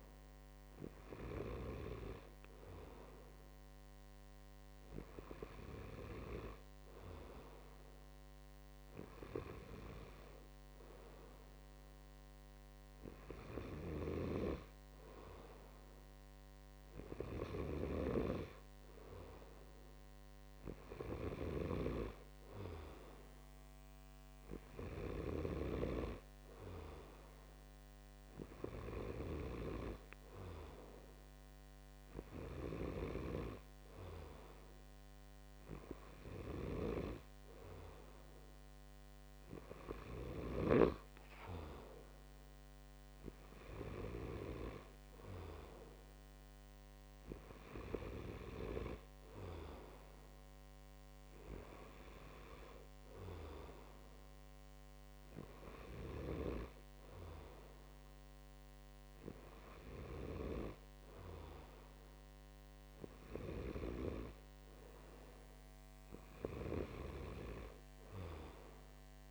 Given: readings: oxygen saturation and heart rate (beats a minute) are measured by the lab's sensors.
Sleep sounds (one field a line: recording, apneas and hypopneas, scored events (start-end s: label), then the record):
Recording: breathing in sleep by a microphone on the trachea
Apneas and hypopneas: none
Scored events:
none scored
From the record:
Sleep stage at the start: N2 (light sleep)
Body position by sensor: upright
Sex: male